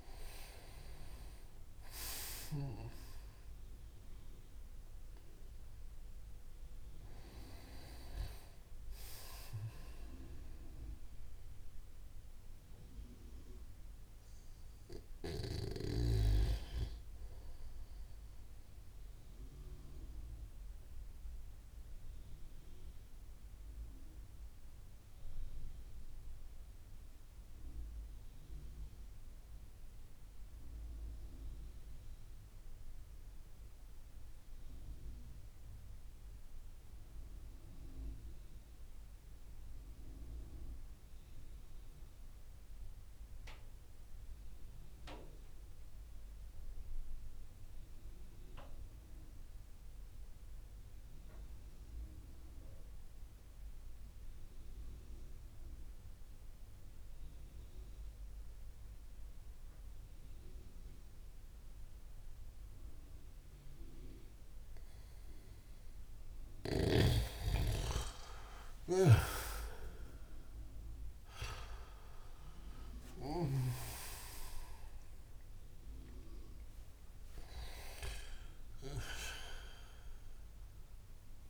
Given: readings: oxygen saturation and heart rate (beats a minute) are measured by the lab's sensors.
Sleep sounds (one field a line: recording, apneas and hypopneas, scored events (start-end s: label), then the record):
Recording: breathing in sleep by a room microphone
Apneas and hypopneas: 1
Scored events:
0.00-2.50 s: snoring (device-marked)
0.00-26.00 s: oxygen desaturation (device-marked, oxygen 85% lowest)
17.50-65.50 s: mixed apnea (oxygen 94% before, 85% lowest)
50.00-81.50 s: oxygen desaturation (device-marked, oxygen 98% before, 87% lowest)
67.00-71.50 s: arousal
68.50-73.00 s: snoring (device-marked)
From the record:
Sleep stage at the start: N2 (light sleep)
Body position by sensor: on the back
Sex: male